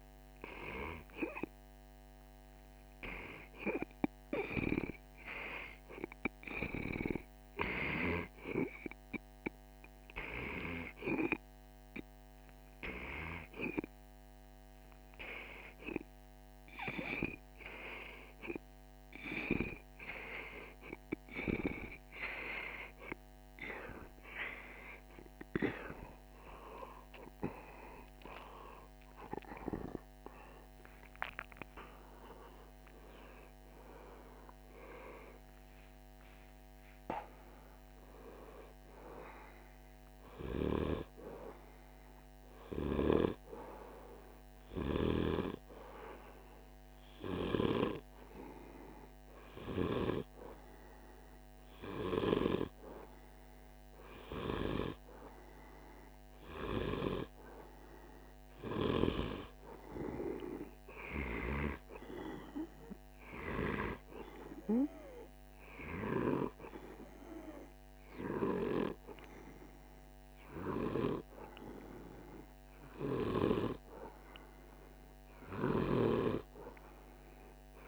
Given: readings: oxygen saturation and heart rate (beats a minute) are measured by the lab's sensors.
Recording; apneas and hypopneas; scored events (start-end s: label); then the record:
breathing in sleep by a microphone on the trachea; 1
33.00-37.50 s: arousal
45.50-57.00 s: hypopnea (oxygen 98% before, 96% lowest, heart rate 54 before, 50 extreme, up 0 after)
60.00-64.50 s: arousal
66.50-74.50 s: oxygen desaturation (device-marked, oxygen 99% before, 96% lowest, heart rate 52 before, 50 extreme)
75.00-77.88 s: snoring (device-marked)
From the record:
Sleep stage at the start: N2 (light sleep); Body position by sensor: on the right side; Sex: male